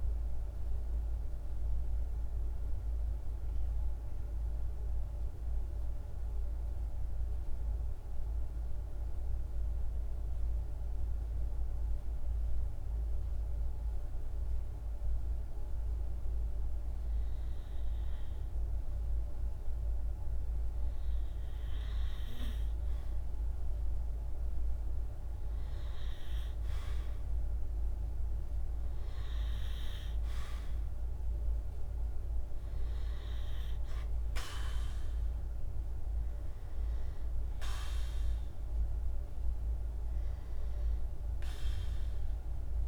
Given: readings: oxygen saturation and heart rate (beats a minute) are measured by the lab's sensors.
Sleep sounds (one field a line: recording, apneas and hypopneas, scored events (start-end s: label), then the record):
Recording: breathing in sleep, hard to hear, by a room microphone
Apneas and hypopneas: 1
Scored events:
0.00-6.00 s: oxygen desaturation (device-marked, oxygen 92% lowest, heart rate 52 extreme)
0.50-14.50 s: hypopnea (oxygen 96% before, 93% lowest, heart rate 54 before, 52 extreme, up 2 after)
16.50-20.50 s: arousal
22.00-42.88 s: oxygen desaturation (device-marked, oxygen 98% before, 93% lowest, heart rate 53 before, 52 extreme)
From the record:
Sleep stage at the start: N2 (light sleep)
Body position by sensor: on the right side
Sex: male